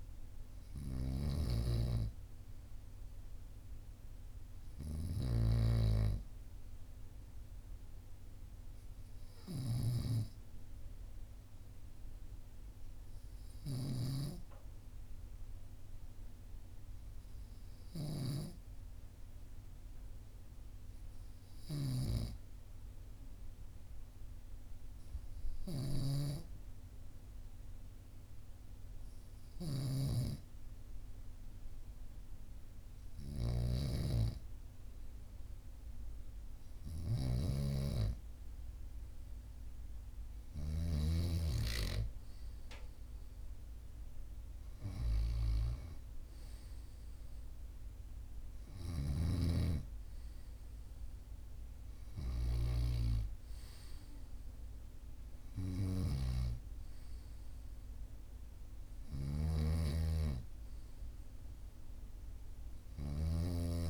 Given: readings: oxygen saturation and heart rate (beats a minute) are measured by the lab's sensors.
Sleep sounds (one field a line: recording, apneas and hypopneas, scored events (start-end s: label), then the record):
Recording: breathing in sleep by a room microphone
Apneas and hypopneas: 1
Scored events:
0.00-5.50 s: snoring (device-marked)
6.50-34.00 s: hypopnea (oxygen 97% before, 95% lowest, heart rate 45 before, 44 extreme, up 1 after)
21.50-41.00 s: snoring (device-marked)
36.00-39.50 s: arousal
48.50-63.90 s: snoring (device-marked)
From the record:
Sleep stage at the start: N2 (light sleep)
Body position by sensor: on the right side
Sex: male